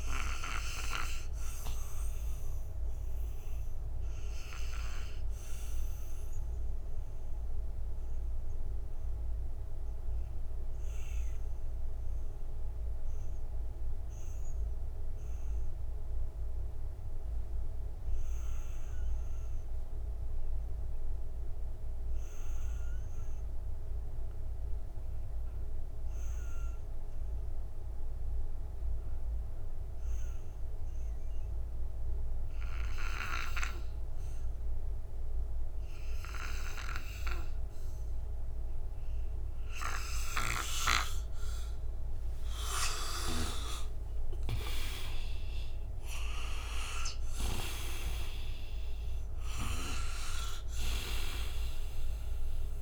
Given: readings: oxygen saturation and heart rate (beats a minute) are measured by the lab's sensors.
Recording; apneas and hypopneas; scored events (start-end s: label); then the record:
breathing in sleep by a room microphone; 1
0.00-23.00 s: oxygen desaturation (device-marked, oxygen 86% lowest, heart rate 58 extreme)
3.00-41.50 s: obstructive apnea (oxygen 99% before, 78% lowest, heart rate 67 before, 58 extreme, up 35 after)
35.00-52.82 s: oxygen desaturation (device-marked, oxygen 97% before, 78% lowest, heart rate 64 before, 58 extreme)
43.50-48.50 s: arousal
From the record:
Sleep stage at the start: N2 (light sleep); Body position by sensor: on the right side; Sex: male